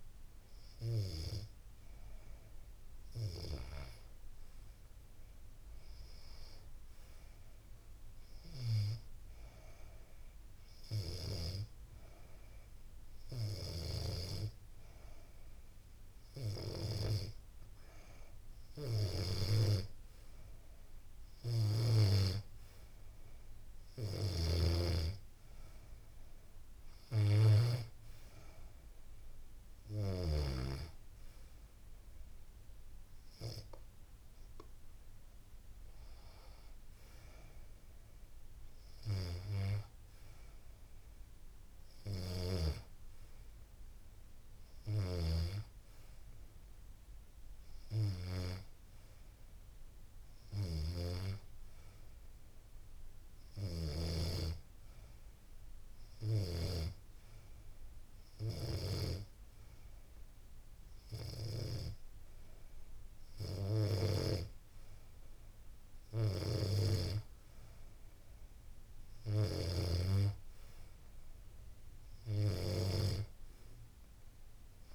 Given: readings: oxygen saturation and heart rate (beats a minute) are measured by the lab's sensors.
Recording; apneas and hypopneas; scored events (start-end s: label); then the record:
breathing in sleep by a room microphone; 1
7.00-17.50 s: hypopnea (oxygen 95% before, 92% lowest, heart rate 82 before, 78 extreme, up 3 after)
19.50-22.50 s: arousal
From the record:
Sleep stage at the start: N2 (light sleep); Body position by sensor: on the back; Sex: female